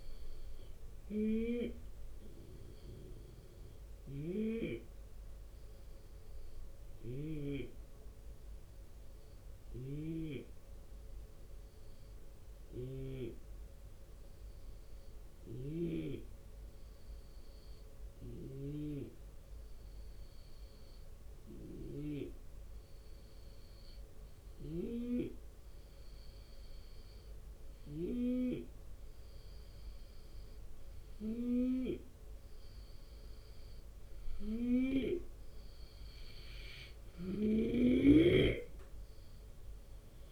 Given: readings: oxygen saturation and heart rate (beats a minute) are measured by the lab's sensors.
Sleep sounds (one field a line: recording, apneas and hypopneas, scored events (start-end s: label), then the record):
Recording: breathing in sleep by a room microphone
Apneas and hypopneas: 1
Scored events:
0.00-7.00 s: snoring (device-marked)
0.00-13.50 s: oxygen desaturation (device-marked, oxygen 89% lowest, heart rate 69 extreme)
1.50-31.00 s: hypopnea (oxygen 94% before, 89% lowest, heart rate 79 before, 69 extreme, up 5 after)
9.00-27.50 s: snoring (device-marked)
36.50-40.31 s: snoring (device-marked)
37.50-40.31 s: drop in pulse transit time (device-marked, heart rate 72 before, 75 extreme)
38.50-40.31 s: arousal
From the record:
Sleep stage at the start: N2 (light sleep)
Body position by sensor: on the left side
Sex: male